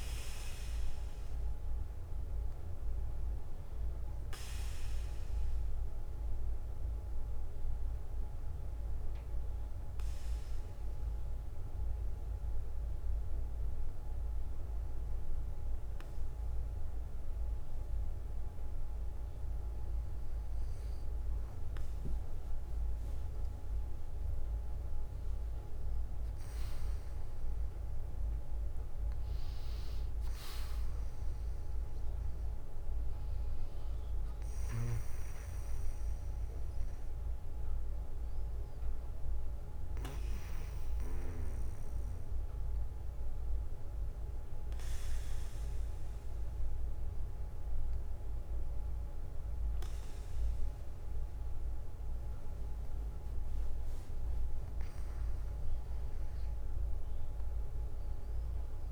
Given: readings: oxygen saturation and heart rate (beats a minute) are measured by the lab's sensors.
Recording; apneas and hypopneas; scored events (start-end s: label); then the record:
breathing in sleep, hard to hear, by a room microphone; 2
0.00-22.00 s: bradycardia (device-marked, heart rate 59 before, 54 extreme)
8.50-21.00 s: obstructive apnea (oxygen 97% before, 96% lowest, heart rate 60 before, 55 extreme, up 7 after)
25.00-30.00 s: arousal
34.00-46.00 s: bradycardia (device-marked, heart rate 59 before, 56 extreme)
40.00-52.50 s: hypopnea (oxygen 97% before, 95% lowest, heart rate 60 before, 55 extreme, up 6 after)
47.00-51.00 s: bradycardia (device-marked, heart rate 59 before, 56 extreme)
52.00-54.00 s: bradycardia (device-marked, heart rate 59 before, 58 extreme)
55.00-58.92 s: arousal
From the record:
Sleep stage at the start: N2 (light sleep); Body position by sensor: on the back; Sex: male